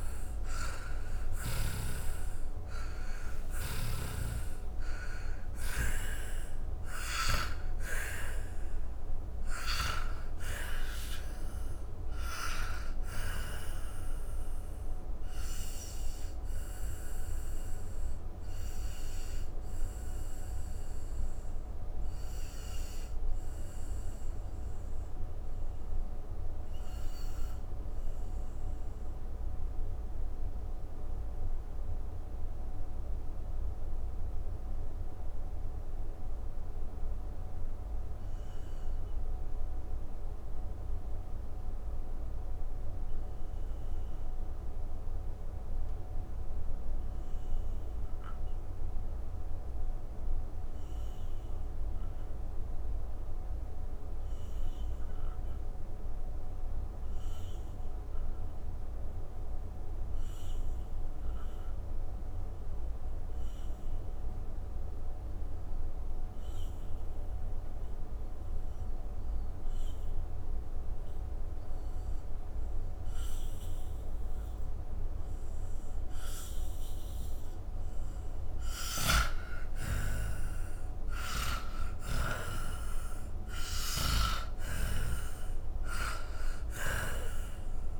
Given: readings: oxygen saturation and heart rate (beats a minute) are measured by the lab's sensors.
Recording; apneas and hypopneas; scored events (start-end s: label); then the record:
breathing in sleep by a room microphone; 1
0.00-1.50 s: snoring (device-marked)
0.00-40.50 s: oxygen desaturation (device-marked, oxygen 81% lowest, heart rate 31 extreme)
14.50-78.00 s: obstructive apnea (oxygen 97% before, 81% lowest, heart rate 61 before, 44 extreme, up 10 after)
65.50-88.00 s: oxygen desaturation (device-marked, oxygen 99% before, 82% lowest)
79.00-84.00 s: arousal
From the record:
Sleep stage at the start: N2 (light sleep); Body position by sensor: on the back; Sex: male